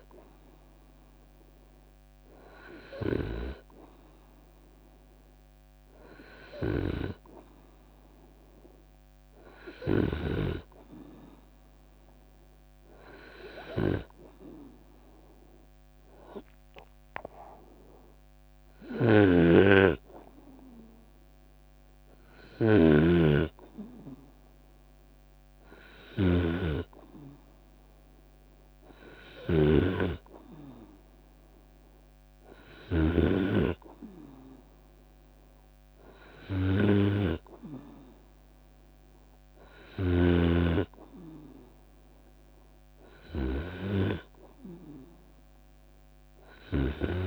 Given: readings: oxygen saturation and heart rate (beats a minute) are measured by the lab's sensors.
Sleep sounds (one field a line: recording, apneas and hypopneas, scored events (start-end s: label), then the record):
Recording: breathing in sleep by a microphone on the trachea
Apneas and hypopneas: none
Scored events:
18.00-32.50 s: snoring (device-marked)
From the record:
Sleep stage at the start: N2 (light sleep)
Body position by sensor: on the right side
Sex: male